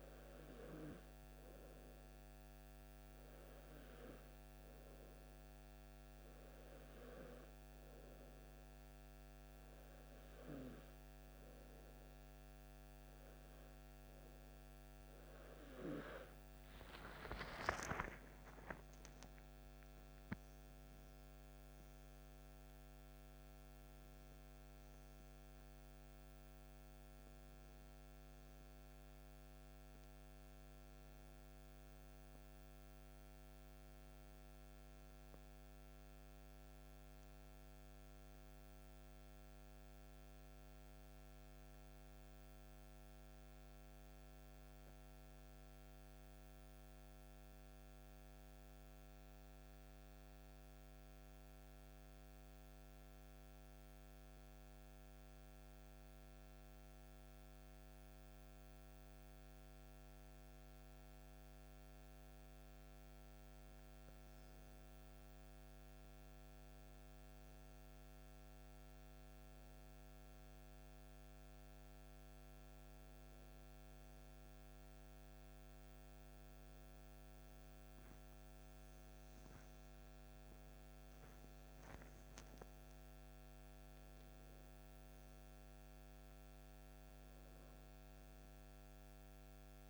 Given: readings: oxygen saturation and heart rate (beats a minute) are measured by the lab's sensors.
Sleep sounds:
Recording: breathing in sleep, hard to hear, by a microphone on the trachea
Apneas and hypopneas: none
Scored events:
none scored
From the record:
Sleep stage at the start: N2 (light sleep)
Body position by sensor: on the back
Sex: male

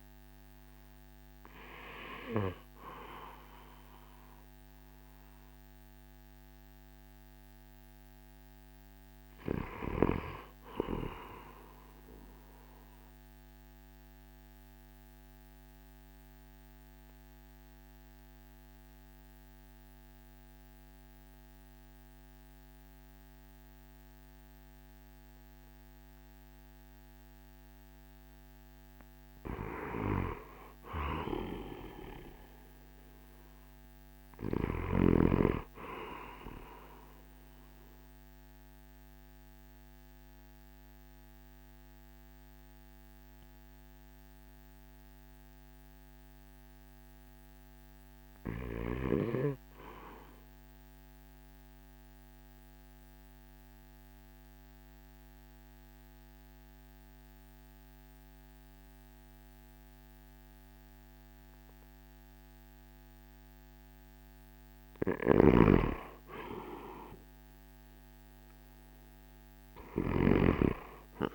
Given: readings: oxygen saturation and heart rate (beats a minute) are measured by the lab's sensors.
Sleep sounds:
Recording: breathing in sleep by a microphone on the trachea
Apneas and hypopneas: 2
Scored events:
0.00-5.50 s: drop in pulse transit time (device-marked, heart rate 53 extreme)
0.00-23.50 s: oxygen desaturation (device-marked, oxygen 80% lowest, heart rate 53 extreme)
11.50-27.50 s: obstructive apnea (oxygen 95% before, 80% lowest, heart rate 62 before, 52 extreme, up 6 after)
29.00-33.00 s: arousal
36.50-64.00 s: obstructive apnea (oxygen 99% before, 84% lowest, heart rate 55 before, 52 extreme, up 10 after)
42.50-59.50 s: oxygen desaturation (device-marked, oxygen 97% before, 90% lowest, heart rate 56 before, 53 extreme)
65.00-71.35 s: snoring (device-marked)
66.50-71.35 s: arousal
66.50-71.35 s: oxygen desaturation (device-marked, oxygen 97% before, 84% lowest, heart rate 53 before, 54 extreme)
From the record:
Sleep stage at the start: REM sleep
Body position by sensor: on the right side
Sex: male

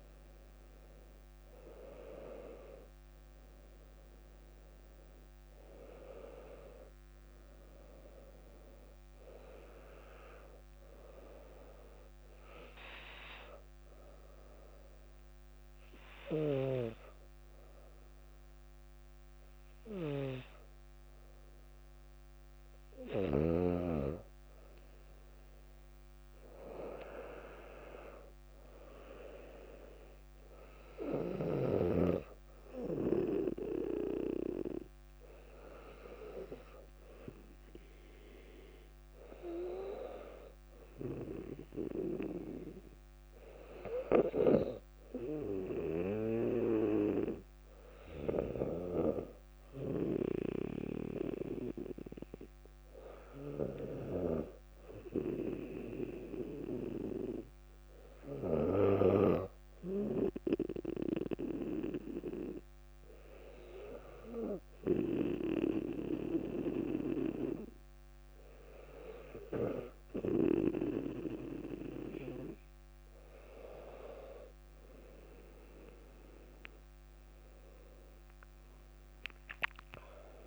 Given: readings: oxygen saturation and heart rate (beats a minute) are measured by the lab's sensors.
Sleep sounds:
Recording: breathing in sleep by a microphone on the trachea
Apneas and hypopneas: 2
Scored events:
0.00-1.50 s: arousal
4.50-21.50 s: oxygen desaturation (device-marked, oxygen 99% before, 95% lowest, heart rate 60 before, 55 extreme)
13.50-24.00 s: obstructive apnea (oxygen 99% before, 95% lowest, heart rate 60 before, 55 extreme, up 5 after)
27.50-31.00 s: arousal
55.00-70.50 s: obstructive apnea (oxygen 99% before, 96% lowest, heart rate 62 before, 60 extreme, up 4 after)
76.50-80.47 s: arousal
From the record:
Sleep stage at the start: N2 (light sleep)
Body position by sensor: on the back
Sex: female

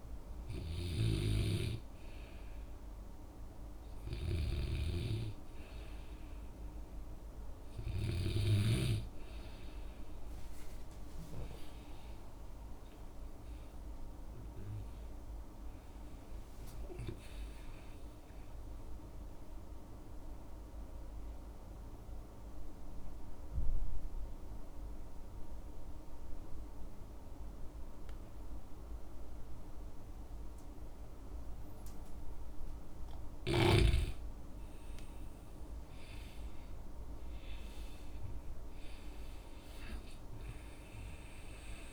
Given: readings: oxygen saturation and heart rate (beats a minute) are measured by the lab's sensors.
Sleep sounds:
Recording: breathing in sleep by a room microphone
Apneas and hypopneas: 1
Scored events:
0.00-1.50 s: snoring (device-marked)
11.50-16.00 s: arousal
19.00-33.00 s: obstructive apnea (oxygen 96% before, 92% lowest, heart rate 66 before, 58 extreme, up 13 after)
35.50-39.00 s: arousal
From the record:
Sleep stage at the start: N2 (light sleep)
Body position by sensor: on the back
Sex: male

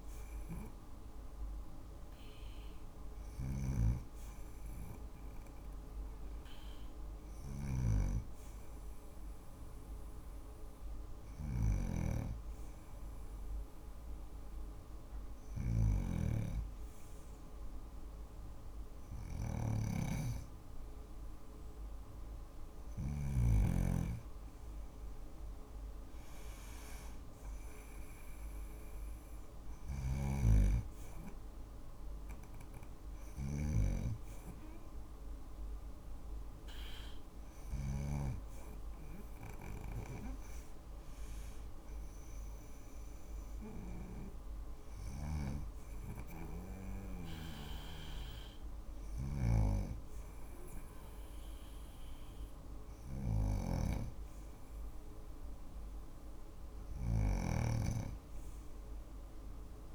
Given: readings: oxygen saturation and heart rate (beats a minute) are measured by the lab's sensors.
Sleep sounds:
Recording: breathing in sleep by a room microphone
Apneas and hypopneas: none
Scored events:
0.00-22.50 s: snoring (device-marked)
29.00-37.00 s: snoring (device-marked)
44.00-59.94 s: snoring (device-marked)
From the record:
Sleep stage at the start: N2 (light sleep)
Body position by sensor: on the back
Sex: female

